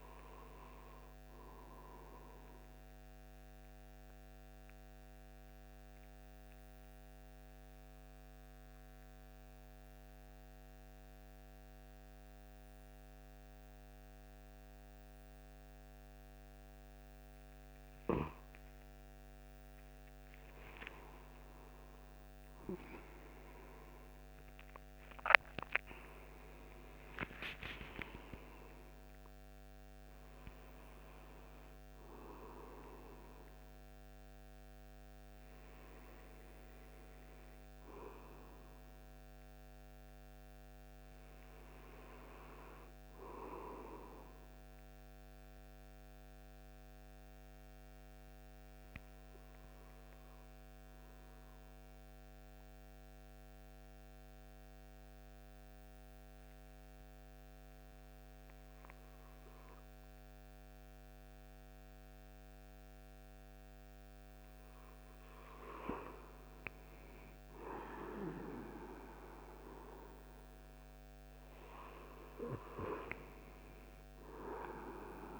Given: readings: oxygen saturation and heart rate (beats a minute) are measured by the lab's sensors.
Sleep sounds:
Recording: breathing in sleep by a microphone on the trachea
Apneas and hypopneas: 2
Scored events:
0.00-4.50 s: oxygen desaturation (device-marked, oxygen 92% lowest)
3.50-19.00 s: mixed apnea (oxygen 95% before, 92% lowest)
21.00-27.00 s: arousal
24.50-42.50 s: oxygen desaturation (device-marked, oxygen 98% before, 92% lowest)
45.50-64.00 s: obstructive apnea (oxygen 98% before, 93% lowest)
67.00-70.00 s: arousal
70.50-75.40 s: oxygen desaturation (device-marked, oxygen 96% before, 93% lowest)
From the record:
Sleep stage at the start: N2 (light sleep)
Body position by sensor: on the right side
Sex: male

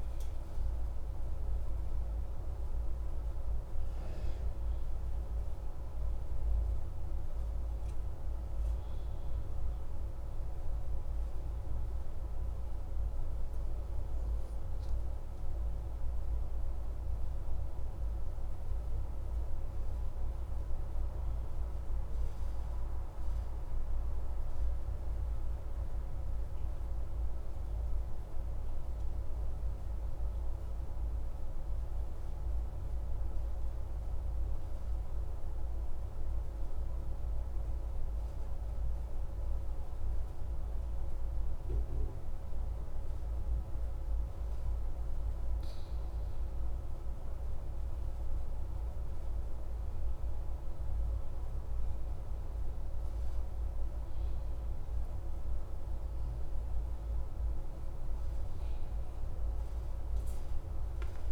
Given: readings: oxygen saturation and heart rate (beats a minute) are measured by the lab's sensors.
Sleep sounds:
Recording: breathing in sleep, hard to hear, by a room microphone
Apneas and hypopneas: 1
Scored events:
0.00-2.00 s: arousal
0.00-22.50 s: oxygen desaturation (device-marked, oxygen 93% lowest)
11.00-44.00 s: obstructive apnea (oxygen 97% before, 93% lowest)
43.50-61.32 s: oxygen desaturation (device-marked, oxygen 97% before, 93% lowest)
47.00-52.50 s: arousal
From the record:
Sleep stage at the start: N2 (light sleep)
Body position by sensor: on the back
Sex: male

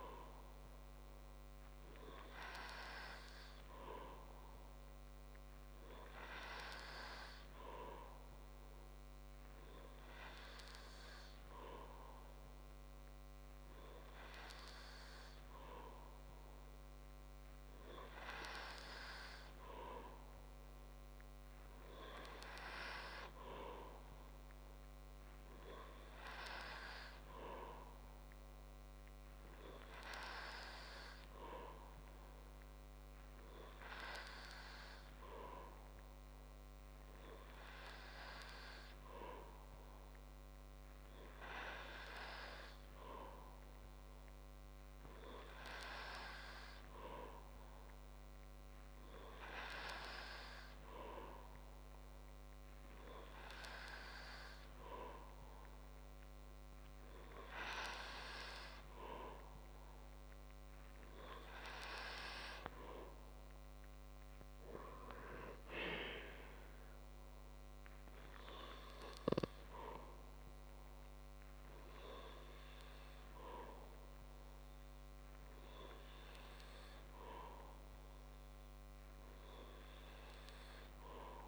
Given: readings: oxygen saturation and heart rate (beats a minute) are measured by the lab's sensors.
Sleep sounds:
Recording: breathing in sleep by a microphone on the trachea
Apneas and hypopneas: none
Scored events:
28.50-81.48 s: new sleep stage, N3 (deep sleep)
From the record:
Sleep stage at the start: N2 (light sleep)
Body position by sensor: on the back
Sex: male

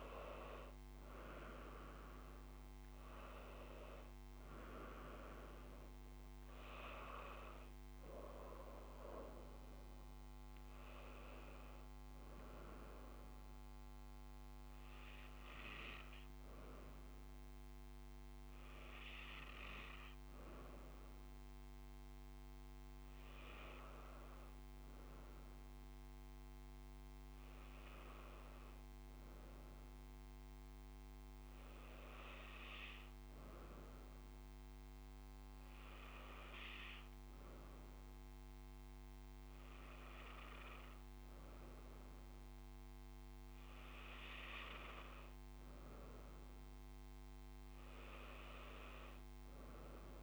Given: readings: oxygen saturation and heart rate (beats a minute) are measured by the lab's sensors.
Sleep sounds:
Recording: breathing in sleep by a microphone on the trachea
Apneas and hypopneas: none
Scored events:
none scored
From the record:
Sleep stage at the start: N2 (light sleep)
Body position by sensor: on the right side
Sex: female

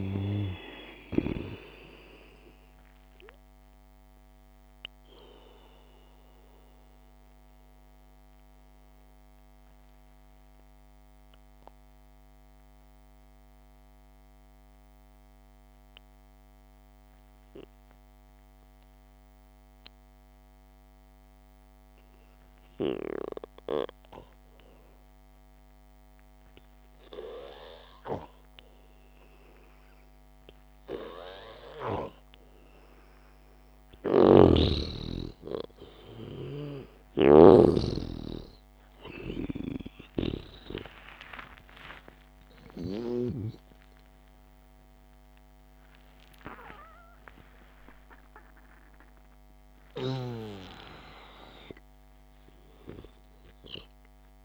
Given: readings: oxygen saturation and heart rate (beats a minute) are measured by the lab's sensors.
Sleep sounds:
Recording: a person partly awake in a sleep study, by a microphone on the trachea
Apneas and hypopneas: 1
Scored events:
0.00-5.50 s: oxygen desaturation (device-marked, oxygen 92% lowest, heart rate 58 extreme)
6.50-23.00 s: mixed apnea (oxygen 97% before, 90% lowest, heart rate 56 before, 49 extreme, up 3 after)
16.50-23.50 s: oxygen desaturation (device-marked, oxygen 93% before, 90% lowest, heart rate 60 before, 49 extreme)
29.50-54.45 s: new sleep stage, awake
34.50-43.50 s: snoring (device-marked)
From the record:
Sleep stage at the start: N2 (light sleep)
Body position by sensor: on the back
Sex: male

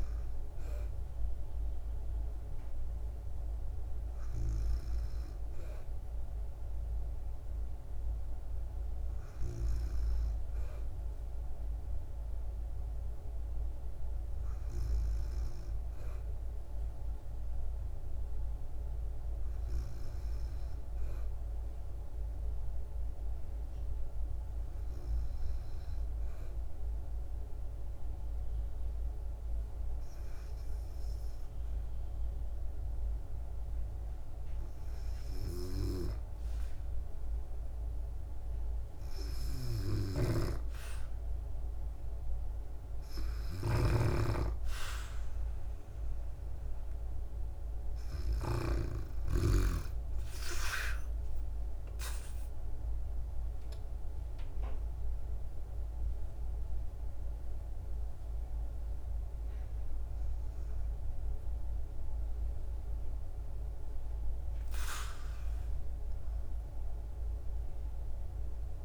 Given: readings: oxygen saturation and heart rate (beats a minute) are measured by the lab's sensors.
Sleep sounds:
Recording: breathing in sleep by a room microphone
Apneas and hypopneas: 1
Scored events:
28.00-40.50 s: hypopnea (oxygen 97% before, 94% lowest, heart rate 61 before, 58 extreme, up 2 after)
39.50-48.50 s: snoring (device-marked)
42.00-45.50 s: arousal
From the record:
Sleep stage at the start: N2 (light sleep)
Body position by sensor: on the back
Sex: female

